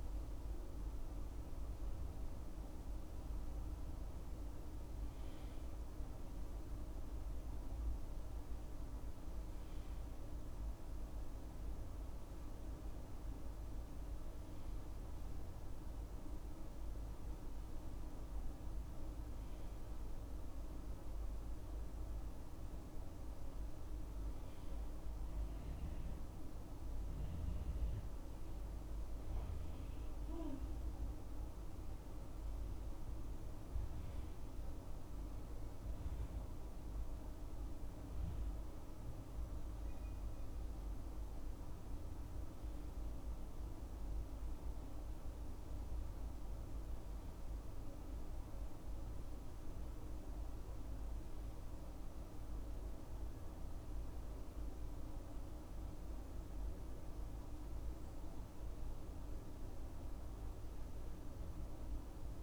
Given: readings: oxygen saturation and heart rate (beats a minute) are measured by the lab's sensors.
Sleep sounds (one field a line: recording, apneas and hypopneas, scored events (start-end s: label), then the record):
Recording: breathing in sleep, hard to hear, by a room microphone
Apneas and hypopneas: none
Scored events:
44.50-62.43 s: new sleep stage, N2 (light sleep)
From the record:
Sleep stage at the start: N1 (lightest sleep)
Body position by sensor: on the left side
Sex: male